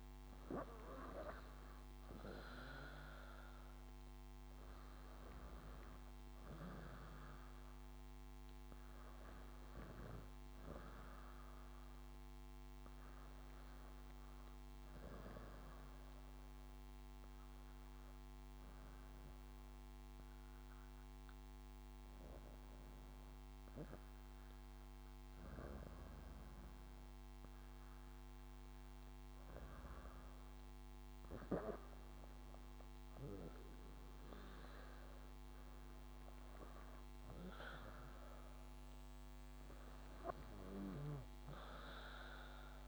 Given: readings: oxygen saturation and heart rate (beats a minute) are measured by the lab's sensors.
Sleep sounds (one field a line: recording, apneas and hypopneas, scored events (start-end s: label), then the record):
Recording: breathing in sleep by a microphone on the trachea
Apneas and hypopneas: 1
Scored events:
0.00-2.00 s: oxygen desaturation (device-marked, oxygen 87% lowest, heart rate 56 extreme)
0.00-3.00 s: drop in pulse transit time (device-marked, heart rate 69 extreme)
4.00-10.00 s: oxygen desaturation (device-marked, oxygen 91% before, 86% lowest, heart rate 74 before, 56 extreme)
17.50-31.50 s: obstructive apnea (oxygen 99% before, 97% lowest, heart rate 70 before, 56 extreme, up 10 after)
19.50-21.00 s: leg movement (device-marked)
32.00-42.88 s: drop in pulse transit time (device-marked, heart rate 60 before, 60 extreme)
33.50-37.50 s: arousal
From the record:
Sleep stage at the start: REM sleep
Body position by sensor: on the back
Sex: female